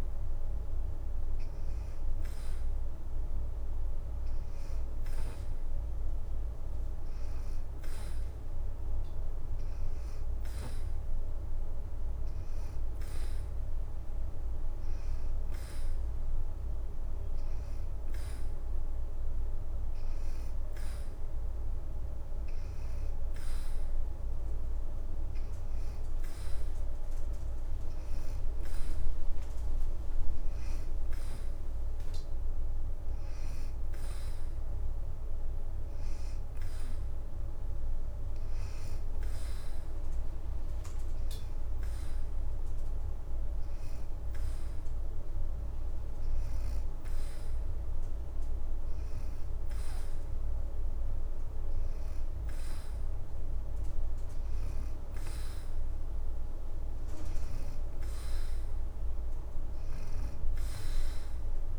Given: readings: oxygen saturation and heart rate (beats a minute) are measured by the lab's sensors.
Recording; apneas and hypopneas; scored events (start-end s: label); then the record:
breathing in sleep, hard to hear, by a room microphone; none
0.00-6.50 s: oxygen desaturation (device-marked, oxygen 88% lowest, heart rate 81 extreme)
31.50-36.50 s: leg movement (device-marked)
From the record:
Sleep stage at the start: N2 (light sleep); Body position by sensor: on the back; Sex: female